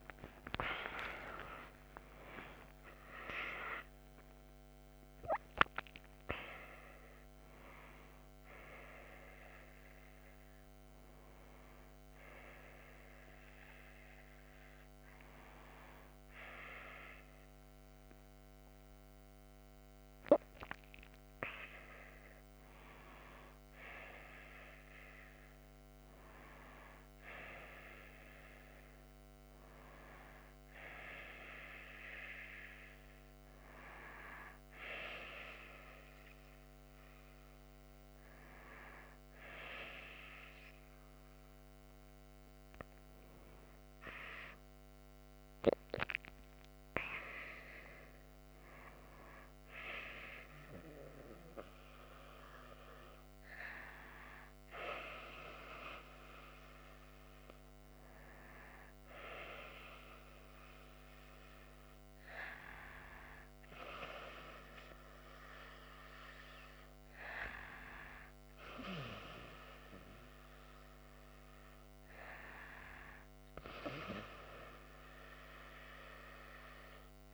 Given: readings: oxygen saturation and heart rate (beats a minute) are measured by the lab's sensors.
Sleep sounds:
a person partly awake in a sleep study, by a microphone on the trachea; none
25.50-55.50 s: new sleep stage, N1 (lightest sleep)
55.50-77.34 s: new sleep stage, N2 (light sleep)
From the record:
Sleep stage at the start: awake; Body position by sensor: on the right side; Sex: female

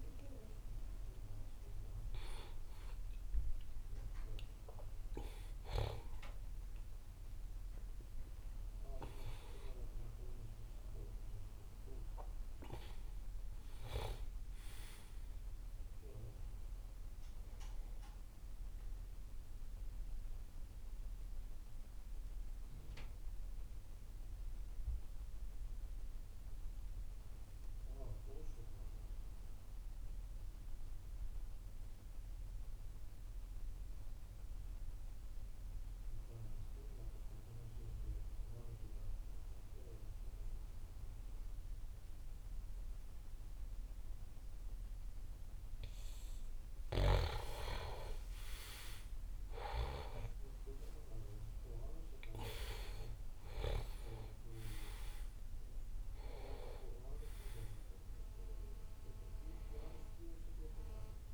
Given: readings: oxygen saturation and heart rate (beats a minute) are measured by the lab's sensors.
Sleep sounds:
breathing in sleep by a room microphone; 1
0.00-11.50 s: oxygen desaturation (device-marked, oxygen 85% lowest)
13.00-17.00 s: arousal
20.00-47.00 s: mixed apnea (oxygen 100% before, 86% lowest)
38.50-61.34 s: oxygen desaturation (device-marked, oxygen 99% before, 86% lowest)
48.00-52.50 s: arousal
From the record:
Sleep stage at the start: N2 (light sleep); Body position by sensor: on the back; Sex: male

